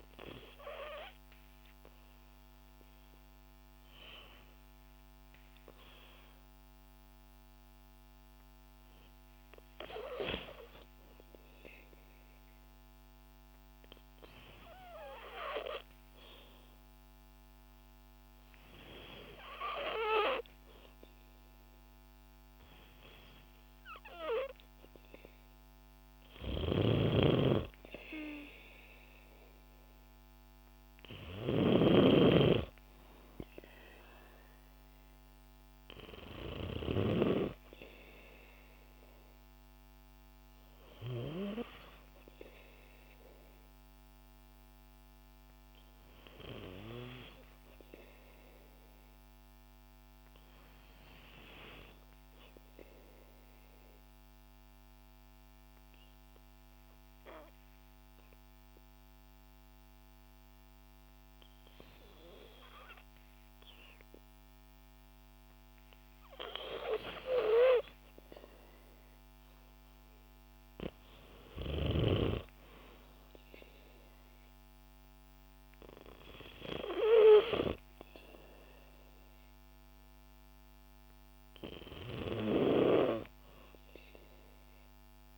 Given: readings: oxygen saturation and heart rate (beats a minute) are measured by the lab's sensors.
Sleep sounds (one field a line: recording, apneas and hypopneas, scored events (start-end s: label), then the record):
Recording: breathing in sleep by a microphone on the trachea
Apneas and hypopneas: 2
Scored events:
13.00-25.00 s: hypopnea (oxygen 96% before, 91% lowest, heart rate 56 before, 55 extreme, up 2 after)
23.00-45.00 s: oxygen desaturation (device-marked, oxygen 95% before, 91% lowest, heart rate 57 before, 55 extreme)
26.50-31.50 s: snoring (device-marked)
30.50-34.50 s: arousal
52.50-65.00 s: obstructive apnea (oxygen 95% before, 92% lowest, heart rate 58 before, 56 extreme, up 2 after)
67.50-71.00 s: arousal
72.00-85.38 s: oxygen desaturation (device-marked, oxygen 96% before, 92% lowest, heart rate 59 before, 55 extreme)
From the record:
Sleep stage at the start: N2 (light sleep)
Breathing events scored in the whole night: 464 in 7.3 hours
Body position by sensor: on the back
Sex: female